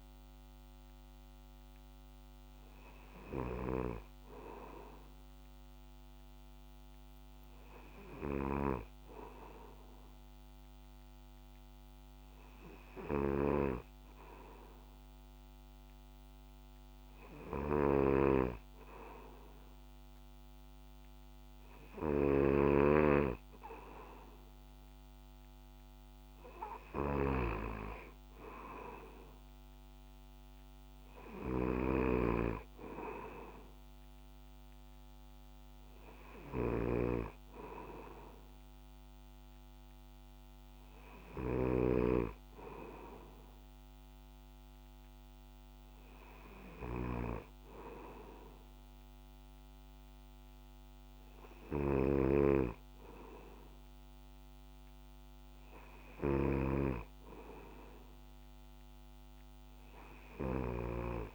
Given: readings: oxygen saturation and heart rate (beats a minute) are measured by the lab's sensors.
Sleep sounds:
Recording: breathing in sleep by a microphone on the trachea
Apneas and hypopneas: none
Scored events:
8.50-61.35 s: snoring (device-marked)
From the record:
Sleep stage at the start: N2 (light sleep)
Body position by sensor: on the back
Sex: male

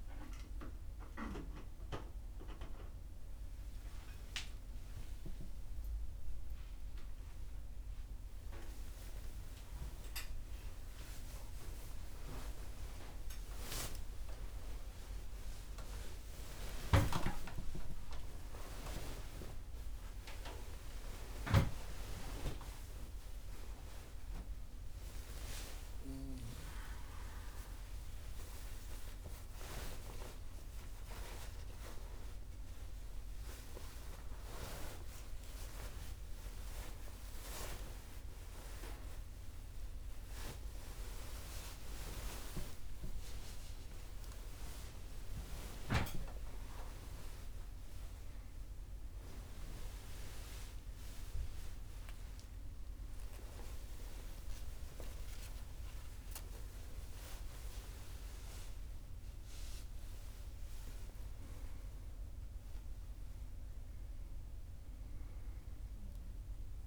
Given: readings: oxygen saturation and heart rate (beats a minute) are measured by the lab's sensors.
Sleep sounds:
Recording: a person awake in a sleep study, by a room microphone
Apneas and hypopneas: none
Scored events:
none scored
From the record:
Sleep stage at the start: awake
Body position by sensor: on the right side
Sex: male

